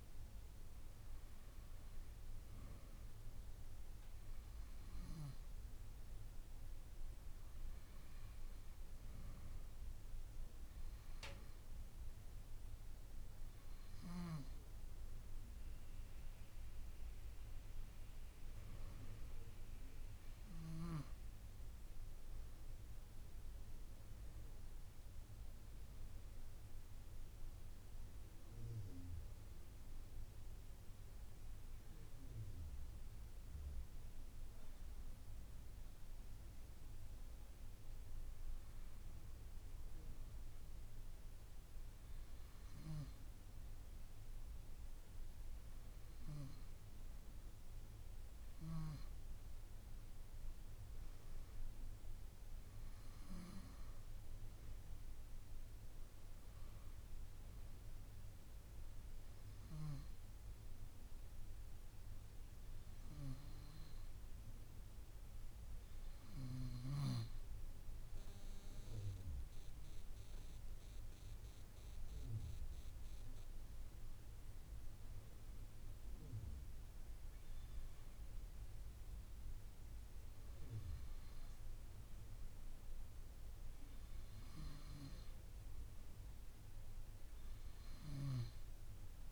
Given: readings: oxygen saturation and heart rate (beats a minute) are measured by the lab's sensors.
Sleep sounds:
breathing in sleep by a room microphone; none
none scored
From the record:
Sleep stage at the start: N2 (light sleep); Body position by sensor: on the right side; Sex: female

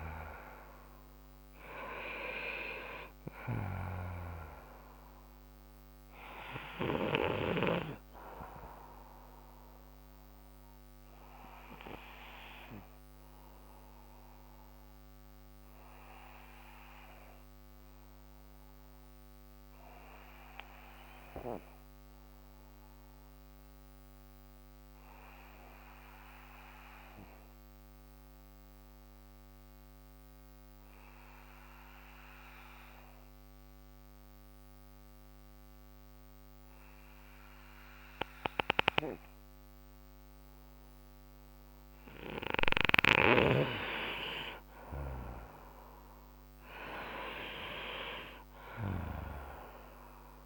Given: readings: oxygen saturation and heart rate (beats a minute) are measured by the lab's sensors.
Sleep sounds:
breathing in sleep by a microphone on the trachea; 1
0.00-25.50 s: oxygen desaturation (device-marked, oxygen 89% lowest, heart rate 57 extreme)
11.00-43.00 s: obstructive apnea (oxygen 97% before, 89% lowest, heart rate 69 before, 57 extreme, up 8 after)
39.50-50.45 s: oxygen desaturation (device-marked, oxygen 97% before, 90% lowest, heart rate 59 before, 58 extreme)
45.50-50.45 s: arousal
From the record:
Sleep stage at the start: N2 (light sleep); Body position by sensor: on the right side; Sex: male

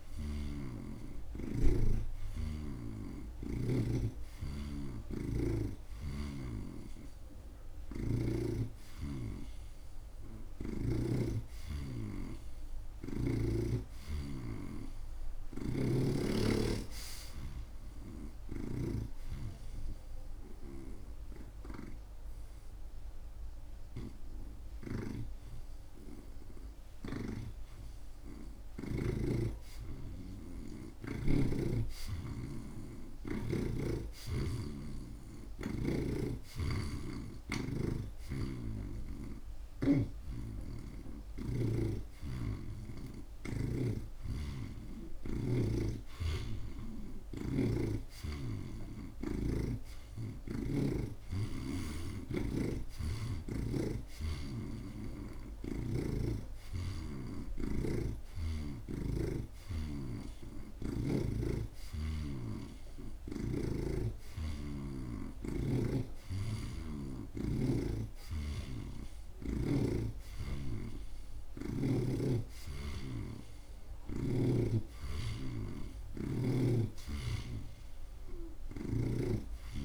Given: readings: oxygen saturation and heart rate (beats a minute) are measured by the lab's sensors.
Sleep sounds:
breathing in sleep by a room microphone; 1
0.00-3.00 s: snoring (device-marked)
5.00-8.50 s: snoring (device-marked)
12.50-16.50 s: arousal
15.50-29.50 s: snoring (device-marked)
19.00-29.00 s: hypopnea (oxygen 82% before, 76% lowest)
31.50-35.00 s: arousal
36.50-40.00 s: snoring (device-marked)
42.00-45.50 s: snoring (device-marked)
46.50-57.50 s: oxygen desaturation (device-marked, oxygen 83% before, 76% lowest)
47.50-51.00 s: snoring (device-marked)
59.50-66.50 s: oxygen desaturation (device-marked, oxygen 82% before, 79% lowest)
60.50-64.00 s: snoring (device-marked)
68.50-72.00 s: snoring (device-marked)
From the record:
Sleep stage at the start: N2 (light sleep); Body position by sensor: on the right side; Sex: male

